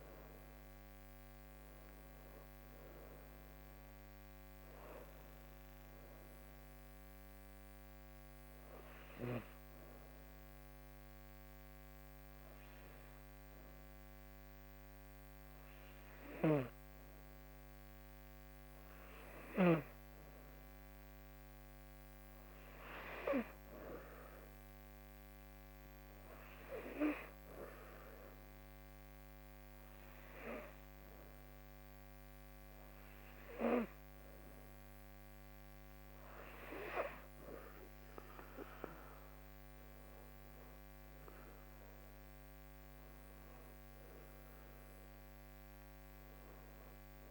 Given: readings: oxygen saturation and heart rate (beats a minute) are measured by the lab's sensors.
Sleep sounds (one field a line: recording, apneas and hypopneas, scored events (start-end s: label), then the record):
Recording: breathing in sleep by a microphone on the trachea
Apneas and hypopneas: 2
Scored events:
2.50-5.50 s: arousal
8.00-18.00 s: hypopnea (oxygen 95% before, 90% lowest, heart rate 84 before, 77 extreme, up 3 after)
16.50-20.00 s: snoring (device-marked)
19.00-21.50 s: arousal
29.00-39.50 s: hypopnea (oxygen 97% before, 91% lowest, heart rate 80 before, 77 extreme, up 5 after)
40.50-43.50 s: arousal
From the record:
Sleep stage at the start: N2 (light sleep)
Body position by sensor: on the back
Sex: female